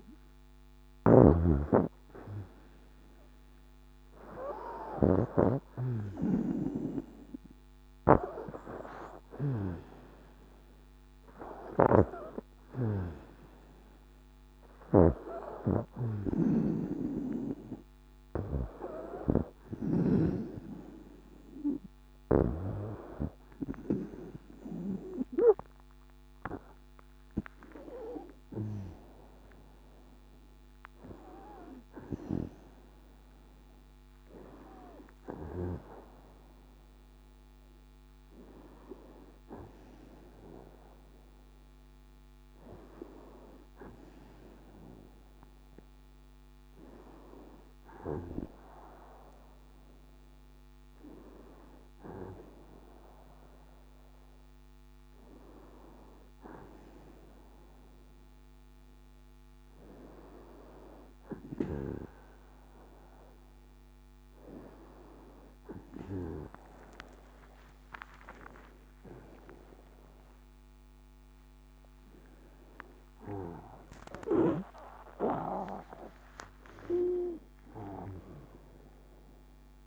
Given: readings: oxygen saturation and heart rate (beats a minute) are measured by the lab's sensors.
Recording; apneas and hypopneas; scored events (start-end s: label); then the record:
breathing in sleep by a microphone on the trachea; none
0.50-20.00 s: snoring (device-marked)
26.00-79.87 s: new sleep stage, N1 (lightest sleep)
27.50-34.00 s: arousal
69.00-76.00 s: arousal
From the record:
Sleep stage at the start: N2 (light sleep); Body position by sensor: on the back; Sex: female